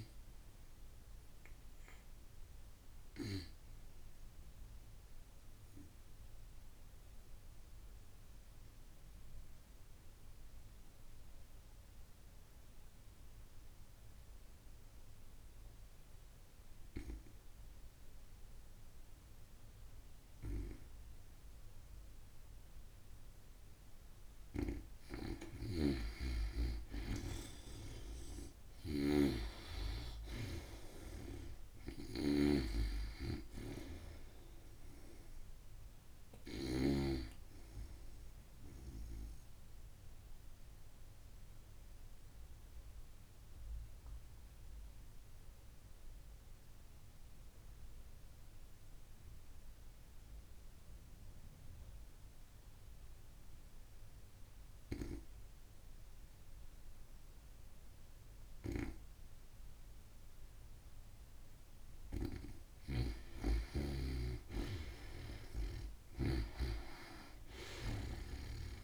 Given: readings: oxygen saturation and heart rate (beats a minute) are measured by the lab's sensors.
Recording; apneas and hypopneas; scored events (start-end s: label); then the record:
breathing in sleep by a room microphone; 2
0.00-10.00 s: oxygen desaturation (device-marked, oxygen 91% lowest)
4.00-24.50 s: obstructive apnea (oxygen 97% before, 90% lowest)
25.00-36.50 s: snoring (device-marked)
27.00-30.50 s: arousal
32.00-46.00 s: oxygen desaturation (device-marked, oxygen 94% before, 90% lowest)
39.50-62.50 s: obstructive apnea (oxygen 94% before, 89% lowest)
64.00-67.50 s: arousal
65.00-68.84 s: oxygen desaturation (device-marked, oxygen 96% before, 91% lowest)
65.50-68.84 s: snoring (device-marked)
From the record:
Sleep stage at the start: N2 (light sleep); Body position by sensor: on the back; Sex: female